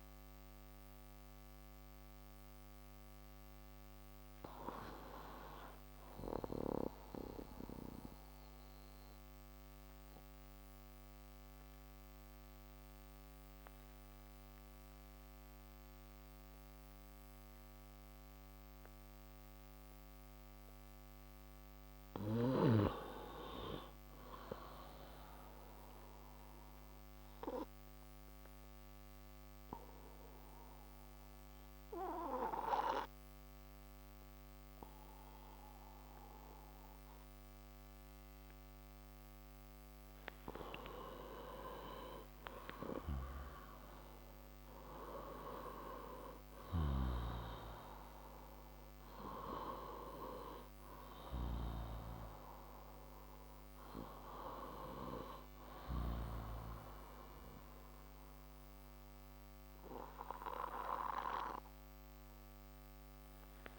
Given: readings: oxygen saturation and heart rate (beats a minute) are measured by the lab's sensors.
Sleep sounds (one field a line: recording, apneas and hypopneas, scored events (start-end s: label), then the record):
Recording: breathing in sleep by a microphone on the trachea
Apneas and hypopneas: 2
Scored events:
0.00-5.50 s: oxygen desaturation (device-marked, oxygen 90% lowest, heart rate 28 extreme)
7.50-21.00 s: mixed apnea (oxygen 98% before, 92% lowest, heart rate 33 before, 58 extreme, up 11 after)
22.50-25.50 s: arousal
27.50-44.50 s: oxygen desaturation (device-marked, oxygen 98% before, 93% lowest, heart rate 60 before, 58 extreme)
28.00-41.00 s: obstructive apnea (oxygen 99% before, 92% lowest, heart rate 60 before, 58 extreme, up 4 after)
42.00-46.50 s: arousal
47.00-52.00 s: snoring (device-marked)
From the record:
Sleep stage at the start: N2 (light sleep)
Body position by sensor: on the left side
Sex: male